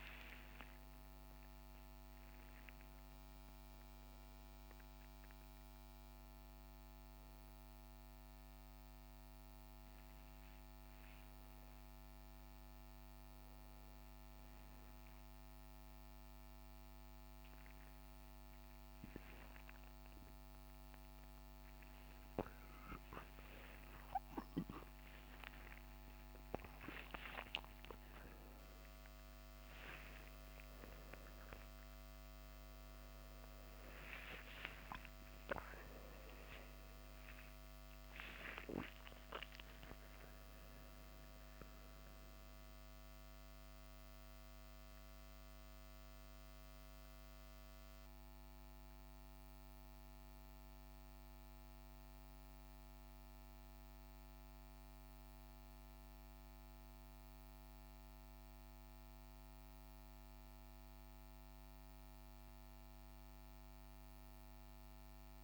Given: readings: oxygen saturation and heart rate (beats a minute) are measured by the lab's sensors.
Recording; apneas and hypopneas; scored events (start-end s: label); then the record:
a person awake in a sleep study, by a microphone on the trachea; none
56.50-65.44 s: new sleep stage, N1 (lightest sleep)
From the record:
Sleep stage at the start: awake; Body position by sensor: on the back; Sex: male